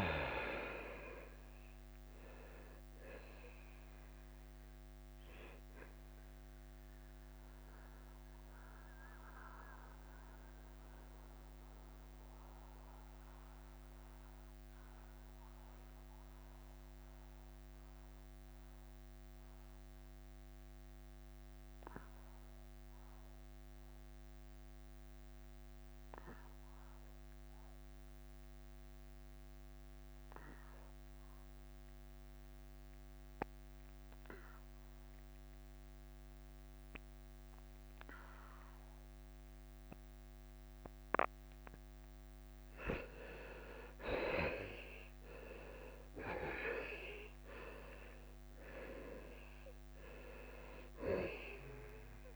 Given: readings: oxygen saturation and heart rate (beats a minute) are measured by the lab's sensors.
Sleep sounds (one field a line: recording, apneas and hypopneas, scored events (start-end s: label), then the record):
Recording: breathing in sleep by a microphone on the trachea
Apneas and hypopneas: 1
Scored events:
0.00-13.00 s: drop in pulse transit time (device-marked, heart rate 77 extreme)
7.00-43.00 s: mixed apnea (oxygen 99% before, 77% lowest, heart rate 88 before, 77 extreme, up 6 after)
21.00-30.00 s: oxygen desaturation (device-marked, oxygen 94% before, 81% lowest, heart rate 83 before, 80 extreme)
36.00-52.36 s: oxygen desaturation (device-marked, oxygen 98% before, 77% lowest, heart rate 81 before, 78 extreme)
45.50-51.00 s: arousal
46.00-52.36 s: drop in pulse transit time (device-marked, heart rate 81 before, 78 extreme)
From the record:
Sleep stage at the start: N2 (light sleep)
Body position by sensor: on the back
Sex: male